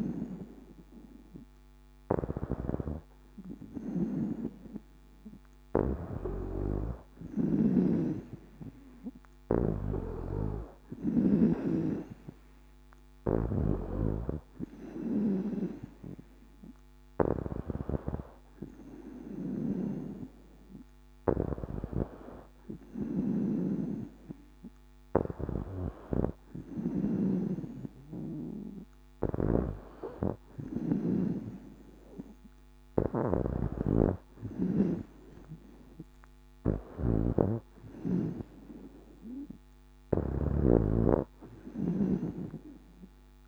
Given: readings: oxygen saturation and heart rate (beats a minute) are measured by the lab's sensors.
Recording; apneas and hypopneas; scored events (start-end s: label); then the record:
breathing in sleep by a microphone on the trachea; none
3.50-11.00 s: snoring (device-marked)
13.00-27.00 s: snoring (device-marked)
29.00-43.48 s: snoring (device-marked)
From the record:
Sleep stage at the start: N2 (light sleep); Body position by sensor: on the back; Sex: female